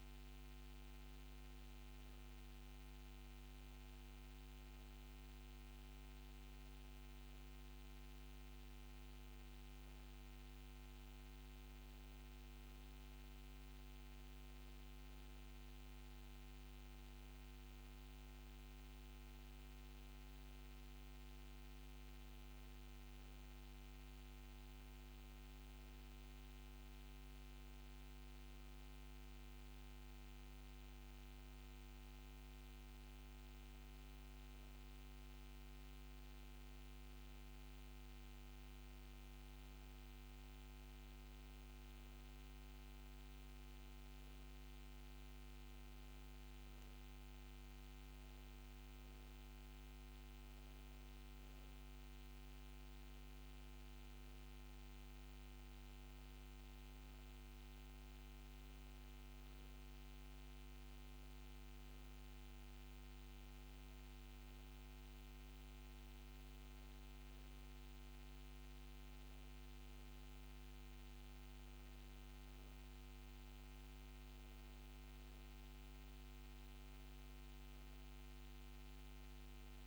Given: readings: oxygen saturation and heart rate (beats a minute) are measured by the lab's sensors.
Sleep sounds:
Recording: breathing in sleep, hard to hear, by a microphone on the trachea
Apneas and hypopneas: none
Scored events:
none scored
From the record:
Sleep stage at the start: N1 (lightest sleep)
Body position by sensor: on the back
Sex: female

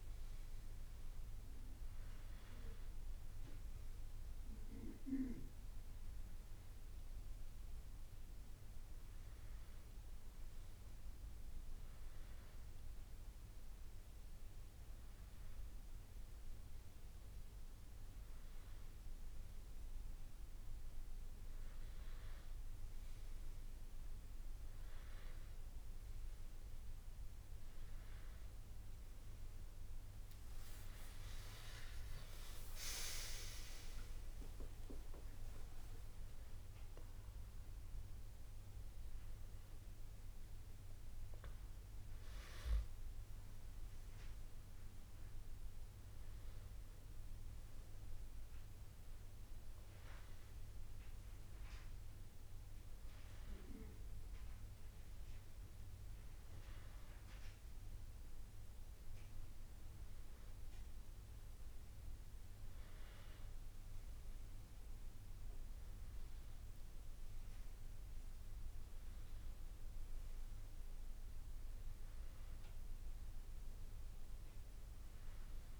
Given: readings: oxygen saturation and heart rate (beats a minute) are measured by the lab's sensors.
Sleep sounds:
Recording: breathing in sleep by a room microphone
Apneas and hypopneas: none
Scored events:
32.50-36.50 s: arousal
From the record:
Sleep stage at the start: N2 (light sleep)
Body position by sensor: on the back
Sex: male

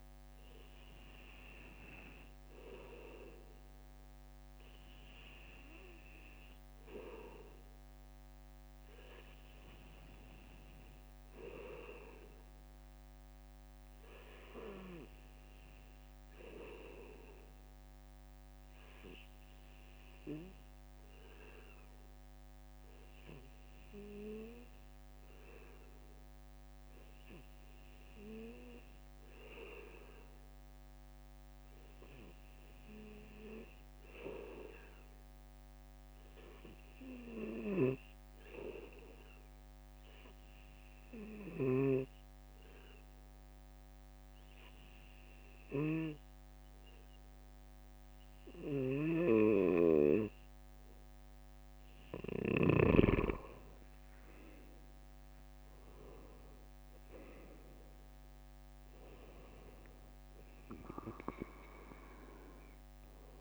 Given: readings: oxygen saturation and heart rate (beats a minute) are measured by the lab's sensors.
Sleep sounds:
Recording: breathing in sleep by a microphone on the trachea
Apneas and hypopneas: 1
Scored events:
0.00-2.50 s: bradycardia (device-marked, heart rate 58 extreme)
3.50-49.50 s: bradycardia (device-marked, heart rate 59 before, 57 extreme)
8.00-49.50 s: hypopnea (oxygen 97% before, 95% lowest, heart rate 61 before, 57 extreme, up 3 after)
52.50-56.50 s: arousal
58.50-63.41 s: bradycardia (device-marked, heart rate 59 before, 57 extreme)
From the record:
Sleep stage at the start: N2 (light sleep)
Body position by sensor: on the back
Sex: male

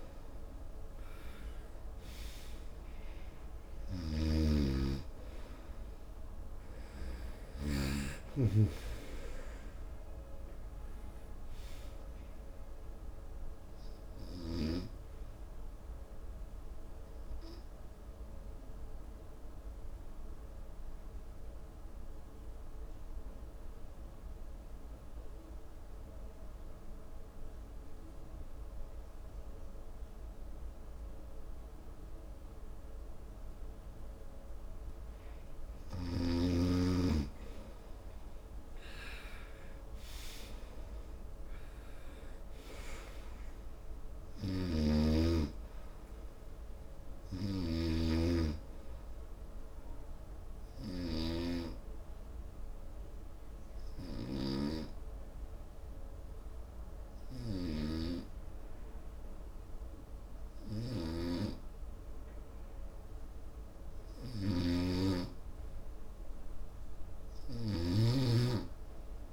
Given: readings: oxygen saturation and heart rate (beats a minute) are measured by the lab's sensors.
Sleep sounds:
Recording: breathing in sleep by a room microphone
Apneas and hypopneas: 2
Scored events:
3.00-7.50 s: arousal
15.50-34.50 s: obstructive apnea (oxygen 96% before, 88% lowest, heart rate 77 before, 70 extreme, up 9 after)
35.00-42.00 s: oxygen desaturation (device-marked, oxygen 95% before, 91% lowest, heart rate 72 before, 71 extreme)
39.50-43.50 s: arousal
45.00-48.50 s: snoring (device-marked)
50.50-64.50 s: obstructive apnea (oxygen 97% before, 88% lowest, heart rate 75 before, 66 extreme, up 1 after)
60.00-69.33 s: oxygen desaturation (device-marked, oxygen 97% before, 88% lowest, heart rate 76 before, 66 extreme)
64.50-68.50 s: snoring (device-marked)
From the record:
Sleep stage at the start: N2 (light sleep)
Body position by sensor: on the right side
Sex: male

